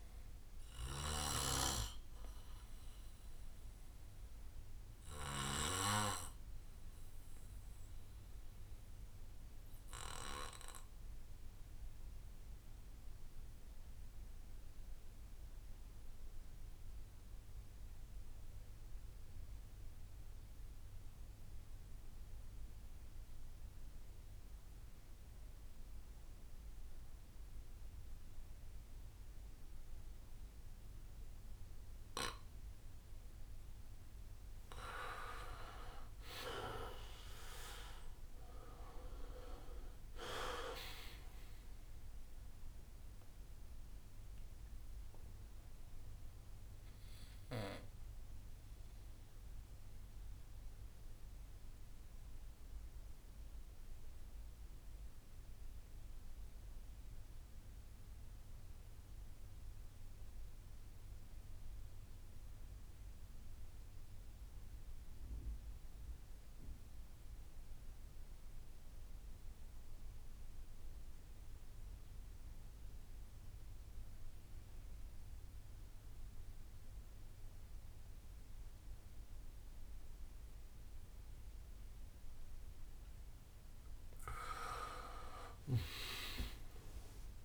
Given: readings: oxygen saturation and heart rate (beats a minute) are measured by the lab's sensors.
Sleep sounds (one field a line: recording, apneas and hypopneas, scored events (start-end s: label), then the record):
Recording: breathing in sleep by a room microphone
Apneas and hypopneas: 2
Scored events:
0.00-13.00 s: oxygen desaturation (device-marked, oxygen 89% lowest, heart rate 56 extreme)
1.00-5.50 s: snoring (device-marked)
1.00-23.00 s: bradycardia (device-marked, heart rate 66 before, 56 extreme)
4.00-34.00 s: obstructive apnea (oxygen 97% before, 84% lowest, heart rate 80 before, 52 extreme, up 14 after)
27.00-60.00 s: oxygen desaturation (device-marked, oxygen 98% before, 86% lowest, heart rate 58 before, 52 extreme)
30.00-32.00 s: long interval between heartbeats (device-marked, heart rate 58 before, 70 extreme)
36.00-42.00 s: arousal
40.00-51.00 s: drop in pulse transit time (device-marked, heart rate 64 before, 62 extreme)
48.00-69.00 s: bradycardia (device-marked, heart rate 66 before, 52 extreme)
48.50-83.00 s: obstructive apnea (oxygen 98% before, 82% lowest, heart rate 68 before, 52 extreme, up 19 after)
74.00-87.45 s: oxygen desaturation (device-marked, oxygen 99% before, 82% lowest, heart rate 57 before, 55 extreme)
85.00-87.45 s: arousal
From the record:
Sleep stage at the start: N2 (light sleep)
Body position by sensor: on the back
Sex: male